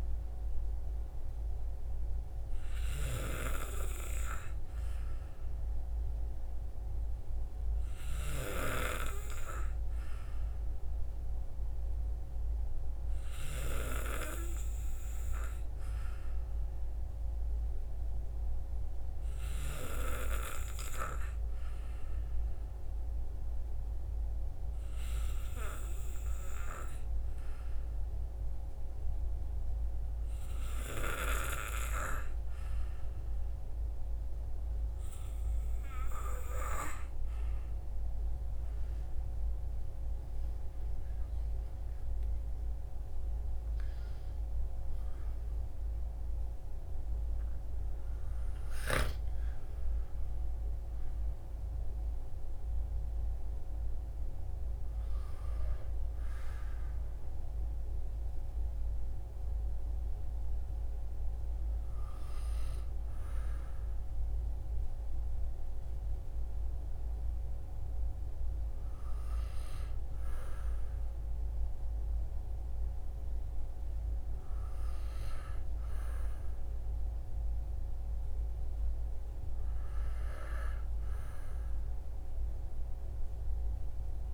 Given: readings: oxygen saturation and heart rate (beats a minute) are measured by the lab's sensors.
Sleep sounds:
breathing in sleep by a room microphone; 1
14.00-37.00 s: hypopnea (oxygen 92% before, 89% lowest, heart rate 62 before, 60 extreme, up 20 after)
39.00-43.50 s: arousal
From the record:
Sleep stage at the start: N2 (light sleep); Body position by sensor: on the back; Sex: male

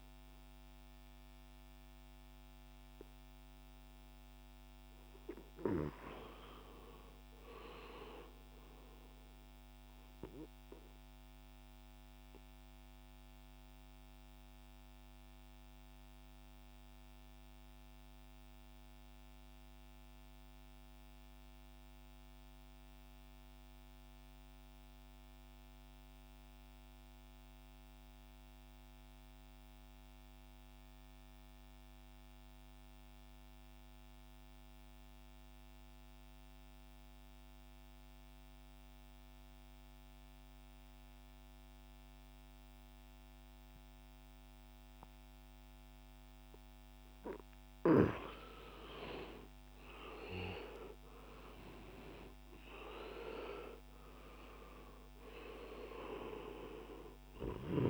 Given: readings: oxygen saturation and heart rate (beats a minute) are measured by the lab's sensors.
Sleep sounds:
breathing in sleep by a microphone on the trachea; 1
0.00-1.00 s: arousal
0.00-18.00 s: oxygen desaturation (device-marked, oxygen 92% lowest, heart rate 55 extreme)
11.00-48.00 s: obstructive apnea (oxygen 99% before, 84% lowest, heart rate 63 before, 61 extreme, up 6 after)
36.00-57.90 s: oxygen desaturation (device-marked, oxygen 97% before, 84% lowest, heart rate 65 before, 63 extreme)
49.50-53.50 s: arousal
From the record:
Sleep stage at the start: N2 (light sleep); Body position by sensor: on the back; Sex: male

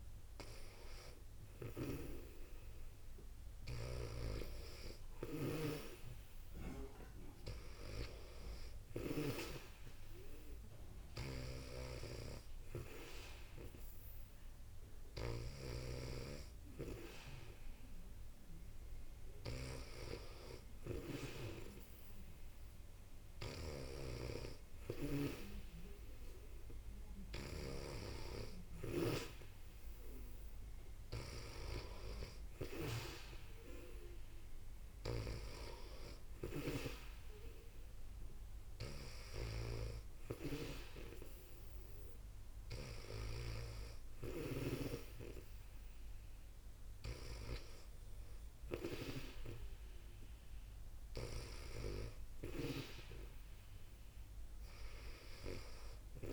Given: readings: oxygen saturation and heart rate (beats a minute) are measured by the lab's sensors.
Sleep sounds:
breathing in sleep by a room microphone; none
3.50-9.00 s: snoring (device-marked)
11.00-27.50 s: snoring (device-marked)
34.50-43.50 s: snoring (device-marked)
52.00-56.33 s: snoring (device-marked)
From the record:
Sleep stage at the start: N2 (light sleep); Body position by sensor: on the back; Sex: female

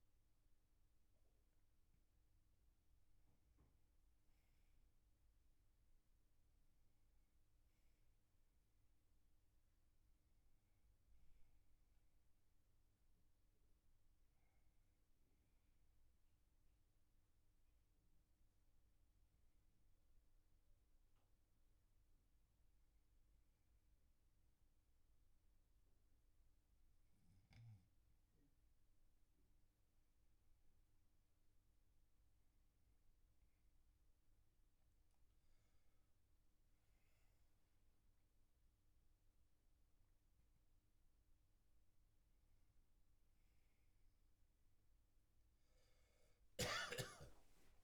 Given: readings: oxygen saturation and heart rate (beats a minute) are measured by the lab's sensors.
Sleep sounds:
breathing in sleep, hard to hear, by a room microphone; 1
2.50-4.50 s: oxygen desaturation (device-marked, oxygen 98% before, 96% lowest, heart rate 48 before, 41 extreme)
20.00-32.50 s: hypopnea (oxygen 99% before, 97% lowest, heart rate 49 before, 44 extreme, up 8 after)
36.00-39.50 s: arousal
36.50-47.83 s: new sleep stage, N1 (lightest sleep)
From the record:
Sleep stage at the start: N2 (light sleep); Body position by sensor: on the back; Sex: male

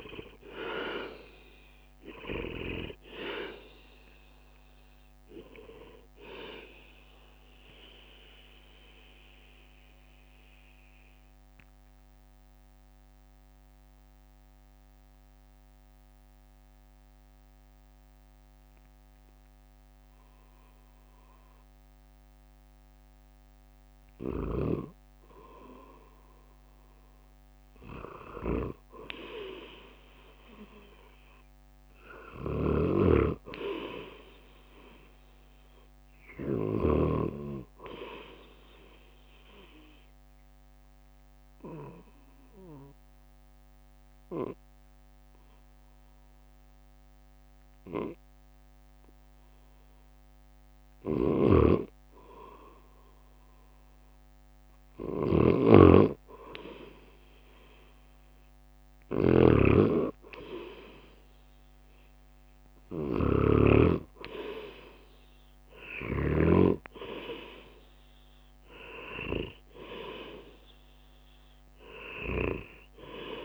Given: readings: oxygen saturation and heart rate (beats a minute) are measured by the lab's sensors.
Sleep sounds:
breathing in sleep by a microphone on the trachea; 2
0.00-9.00 s: drop in pulse transit time (device-marked, heart rate 64 extreme)
0.00-29.00 s: oxygen desaturation (device-marked, oxygen 71% lowest, heart rate 51 extreme)
6.50-23.00 s: central apnea (oxygen 89% before, 71% lowest, heart rate 70 before, 51 extreme, up 5 after)
27.50-33.50 s: arousal
38.50-51.00 s: obstructive apnea (oxygen 100% before, 95% lowest, heart rate 60 before, 51 extreme, up 6 after)
51.00-63.50 s: snoring (device-marked)
55.00-60.00 s: arousal
56.00-73.00 s: oxygen desaturation (device-marked, oxygen 99% before, 95% lowest, heart rate 55 before, 52 extreme)
57.00-73.45 s: drop in pulse transit time (device-marked, heart rate 55 before, 55 extreme)
From the record:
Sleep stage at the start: N2 (light sleep); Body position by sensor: on the right side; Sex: male

